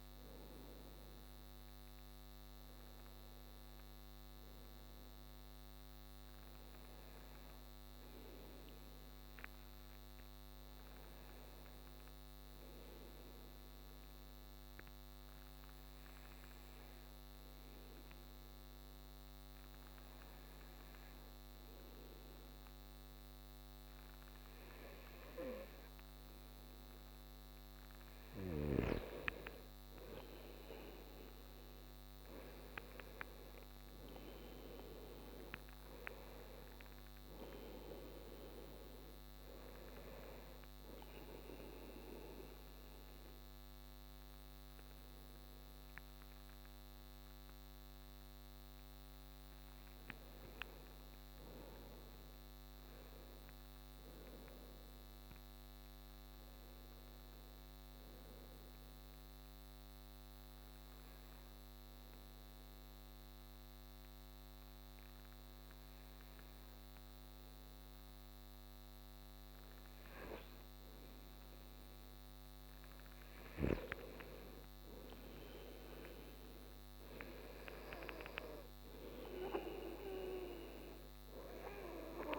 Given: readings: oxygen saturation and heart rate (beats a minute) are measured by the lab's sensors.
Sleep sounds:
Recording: breathing in sleep by a microphone on the trachea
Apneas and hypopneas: 3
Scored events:
5.50-9.50 s: arousal
13.00-27.50 s: hypopnea (oxygen 95% before, 90% lowest)
30.50-34.50 s: arousal
39.50-50.50 s: hypopnea (oxygen 94% before, 90% lowest)
51.50-54.50 s: arousal
58.50-71.00 s: obstructive apnea (oxygen 93% before, 90% lowest)
72.50-76.00 s: arousal
77.00-82.38 s: oxygen desaturation (device-marked, oxygen 95% before, 90% lowest)
From the record:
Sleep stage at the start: N2 (light sleep)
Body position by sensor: on the right side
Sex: male

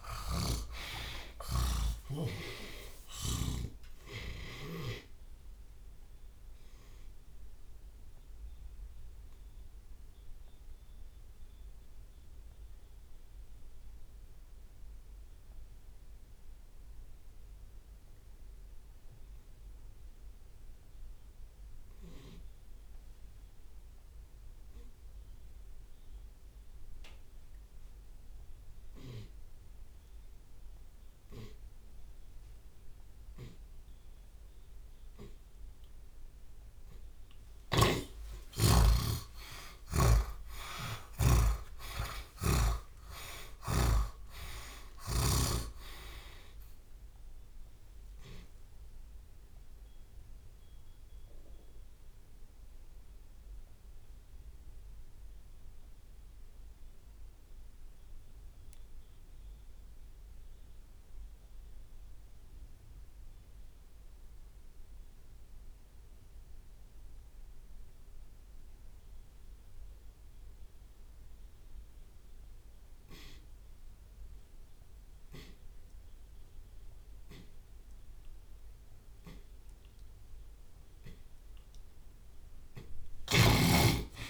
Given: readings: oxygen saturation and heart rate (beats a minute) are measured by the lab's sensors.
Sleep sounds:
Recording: breathing in sleep by a room microphone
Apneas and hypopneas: 2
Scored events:
1.50-5.00 s: snoring (device-marked)
2.50-4.50 s: long interval between heartbeats (device-marked)
5.50-36.50 s: obstructive apnea (oxygen 98% before, 66% lowest)
16.50-28.50 s: tachycardia (device-marked, heart rate 72 before, 148 extreme)
20.50-31.50 s: oxygen desaturation (device-marked, oxygen 98% before, 66% lowest)
37.50-41.50 s: snoring (device-marked)
39.00-44.00 s: arousal
49.50-80.00 s: obstructive apnea (oxygen 98% before, 80% lowest)
From the record:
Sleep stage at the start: N2 (light sleep)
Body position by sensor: on the back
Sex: male

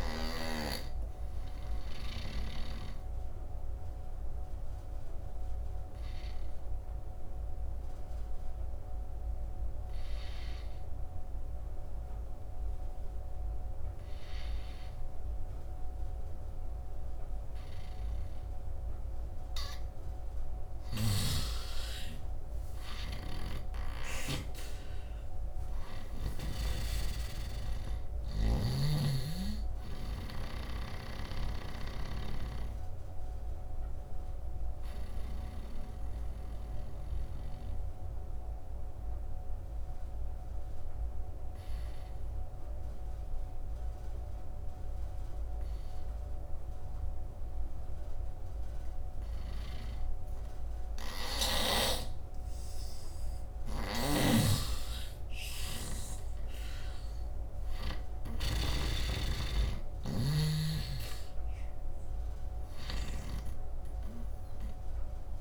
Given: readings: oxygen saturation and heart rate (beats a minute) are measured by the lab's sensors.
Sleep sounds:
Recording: breathing in sleep by a room microphone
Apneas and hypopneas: 2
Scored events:
0.00-18.00 s: oxygen desaturation (device-marked, oxygen 81% lowest, heart rate 66 extreme)
3.00-19.50 s: obstructive apnea (oxygen 99% before, 81% lowest, heart rate 76 before, 66 extreme, up 15 after)
20.00-50.00 s: oxygen desaturation (device-marked, oxygen 99% before, 83% lowest, heart rate 73 before, 66 extreme)
22.50-26.50 s: arousal
32.50-52.00 s: obstructive apnea (oxygen 99% before, 83% lowest, heart rate 74 before, 67 extreme, up 12 after)
49.00-58.50 s: snoring (device-marked)
52.00-65.41 s: oxygen desaturation (device-marked, oxygen 100% before, 84% lowest, heart rate 72 before, 73 extreme)
54.50-58.50 s: arousal
60.50-65.41 s: snoring (device-marked)
From the record:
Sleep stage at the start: N2 (light sleep)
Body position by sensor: on the right side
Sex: male

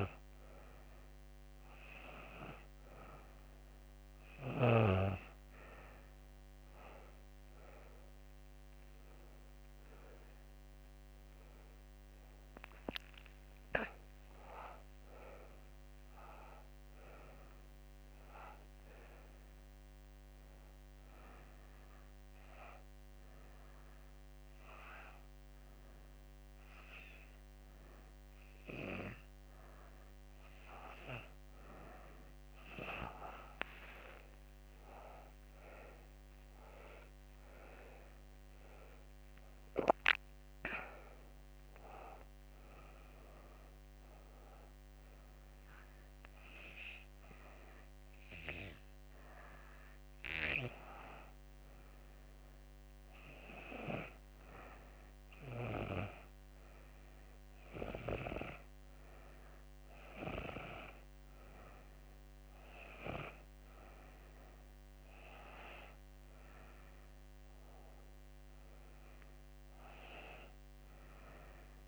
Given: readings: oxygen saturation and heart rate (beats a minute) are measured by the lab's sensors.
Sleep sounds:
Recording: breathing in sleep by a microphone on the trachea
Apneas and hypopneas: 1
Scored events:
7.00-12.00 s: arousal
20.50-31.00 s: obstructive apnea (oxygen 95% before, 91% lowest, heart rate 90 before, 84 extreme, up 4 after)
32.00-50.00 s: oxygen desaturation (device-marked, oxygen 96% before, 91% lowest, heart rate 92 before, 84 extreme)
33.00-38.00 s: arousal
From the record:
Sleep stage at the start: N2 (light sleep)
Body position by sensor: on the back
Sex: female

